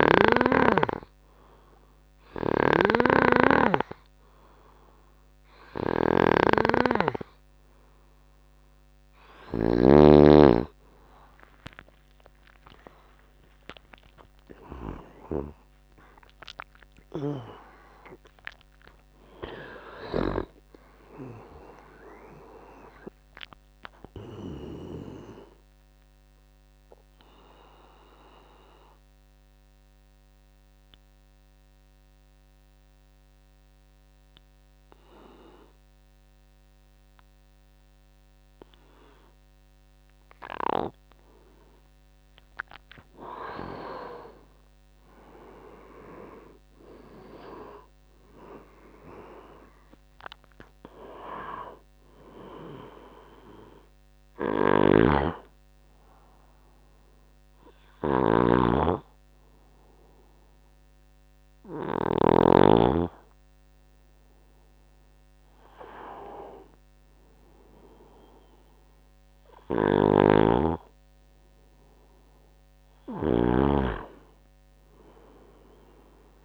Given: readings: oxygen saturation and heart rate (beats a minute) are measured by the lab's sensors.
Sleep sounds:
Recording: breathing in sleep by a microphone on the trachea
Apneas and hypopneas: 1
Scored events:
0.00-10.00 s: snoring (device-marked)
10.50-14.50 s: tachycardia (device-marked, heart rate 71 before, 102 extreme)
13.00-18.00 s: arousal
17.50-26.50 s: oxygen desaturation (device-marked, oxygen 95% before, 92% lowest, heart rate 82 before, 69 extreme)
21.50-76.44 s: new sleep stage, N2 (light sleep)
24.50-40.50 s: obstructive apnea (oxygen 95% before, 92% lowest, heart rate 90 before, 69 extreme, up 9 after)
43.50-46.50 s: arousal
54.50-62.50 s: snoring (device-marked)
70.00-73.50 s: snoring (device-marked)
74.50-76.44 s: tachycardia (device-marked, heart rate 73 before, 106 extreme)
From the record:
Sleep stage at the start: N3 (deep sleep)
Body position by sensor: on the right side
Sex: male

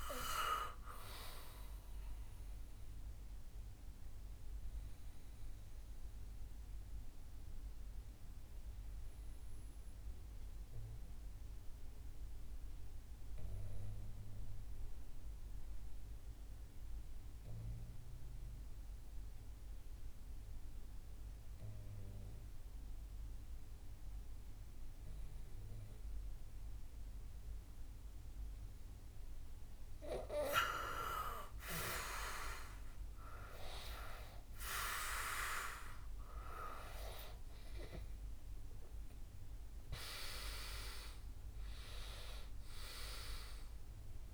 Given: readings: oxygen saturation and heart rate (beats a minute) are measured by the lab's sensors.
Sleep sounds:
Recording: breathing in sleep by a room microphone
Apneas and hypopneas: 1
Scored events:
2.00-28.50 s: obstructive apnea (oxygen 98% before, 90% lowest, heart rate 63 before, 59 extreme, up 5 after)
29.50-44.34 s: oxygen desaturation (device-marked, oxygen 97% before, 90% lowest, heart rate 62 before, 59 extreme)
31.50-36.50 s: arousal
From the record:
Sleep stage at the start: N2 (light sleep)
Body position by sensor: on the back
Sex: male

